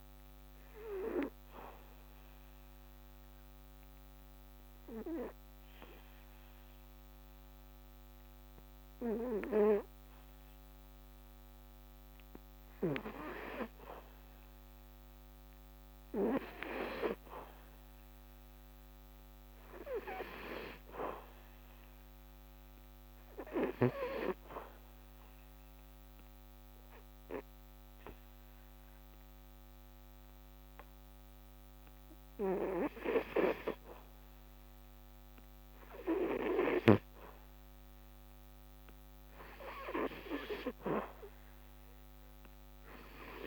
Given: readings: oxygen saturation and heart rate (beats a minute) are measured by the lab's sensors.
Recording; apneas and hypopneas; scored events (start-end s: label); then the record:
breathing in sleep by a microphone on the trachea; 2
0.00-16.50 s: oxygen desaturation (device-marked, oxygen 73% lowest, heart rate 63 extreme)
2.00-12.00 s: obstructive apnea (oxygen 95% before, 73% lowest, heart rate 75 before, 63 extreme, up 3 after)
17.00-21.50 s: arousal
25.00-38.50 s: hypopnea (oxygen 98% before, 80% lowest, heart rate 74 before, 63 extreme, up 8 after)
25.50-43.47 s: oxygen desaturation (device-marked, oxygen 98% before, 80% lowest, heart rate 74 before, 61 extreme)
From the record:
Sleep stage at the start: N2 (light sleep); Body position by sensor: on the back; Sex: male